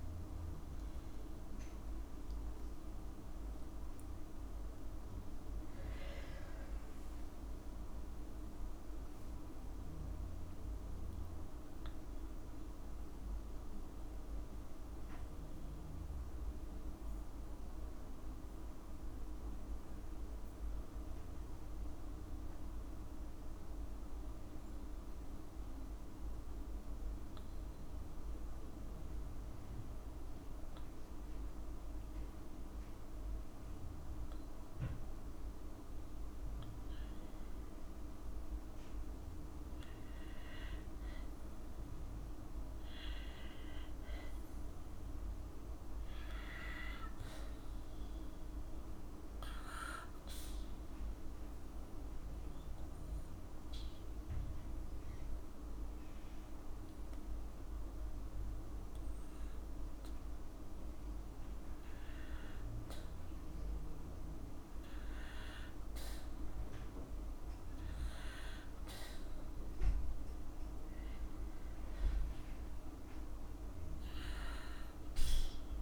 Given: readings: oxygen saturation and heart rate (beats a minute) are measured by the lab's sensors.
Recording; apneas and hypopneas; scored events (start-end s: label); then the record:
breathing in sleep, hard to hear, by a room microphone; 2
0.50-2.50 s: long interval between heartbeats (device-marked, heart rate 62 before, 87 extreme)
1.50-18.50 s: oxygen desaturation (device-marked, oxygen 97% before, 94% lowest, heart rate 63 before, 54 extreme)
2.50-6.50 s: arousal
6.50-8.50 s: long interval between heartbeats (device-marked, heart rate 71 before, 80 extreme)
15.00-29.00 s: obstructive apnea (oxygen 97% before, 94% lowest, heart rate 78 before, 54 extreme)
32.00-35.50 s: arousal
43.00-45.00 s: long interval between heartbeats (device-marked, heart rate 55 before, 70 extreme)
56.00-70.00 s: mixed apnea (oxygen 98% before, 92% lowest, heart rate 62 before, 57 extreme, up 1 after)
56.50-67.50 s: oxygen desaturation (device-marked, oxygen 97% before, 94% lowest, heart rate 62 before, 57 extreme)
72.00-74.50 s: arousal
From the record:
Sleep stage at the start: N2 (light sleep); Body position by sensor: on the back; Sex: female